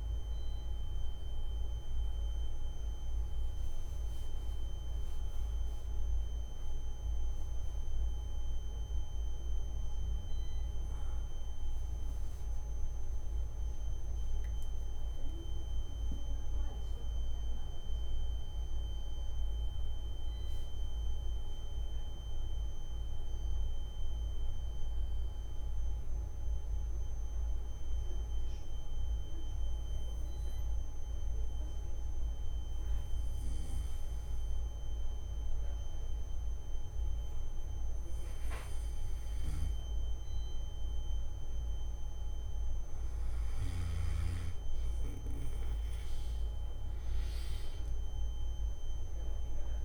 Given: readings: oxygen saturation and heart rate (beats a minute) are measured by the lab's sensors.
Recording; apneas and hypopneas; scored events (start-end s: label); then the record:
breathing in sleep, hard to hear, by a room microphone; 1
27.50-39.00 s: obstructive apnea (oxygen 98% before, 93% lowest, heart rate 122 before, 69 extreme, up 38 after)
From the record:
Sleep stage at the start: N2 (light sleep); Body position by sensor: on the back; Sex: male